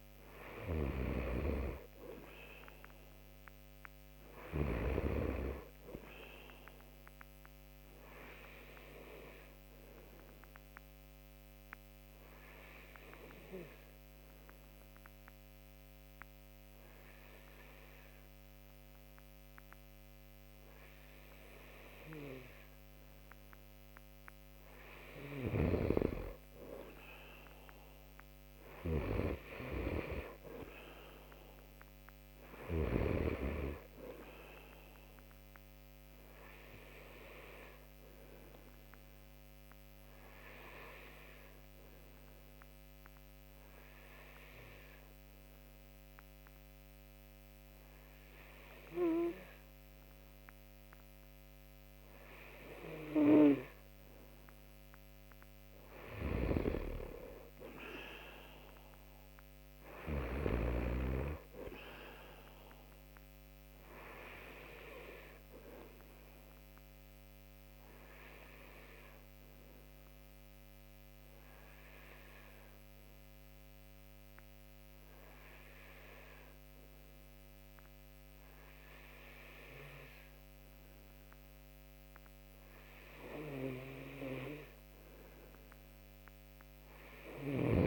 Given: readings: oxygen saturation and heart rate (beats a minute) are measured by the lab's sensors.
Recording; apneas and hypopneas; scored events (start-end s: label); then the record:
breathing in sleep by a microphone on the trachea; 3
0.00-4.50 s: snoring (device-marked)
8.50-22.00 s: obstructive apnea (oxygen 93% before, 90% lowest)
24.50-32.50 s: snoring (device-marked)
25.00-28.50 s: arousal
34.50-50.50 s: oxygen desaturation (device-marked, oxygen 94% before, 90% lowest)
38.00-54.00 s: obstructive apnea (oxygen 94% before, 90% lowest)
55.50-60.00 s: snoring (device-marked)
60.50-79.50 s: oxygen desaturation (device-marked, oxygen 95% before, 90% lowest)
62.50-82.50 s: obstructive apnea (oxygen 95% before, 90% lowest)
84.50-87.87 s: arousal
86.50-87.87 s: snoring (device-marked)
From the record:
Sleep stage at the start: N2 (light sleep); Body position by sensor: on the right side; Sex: male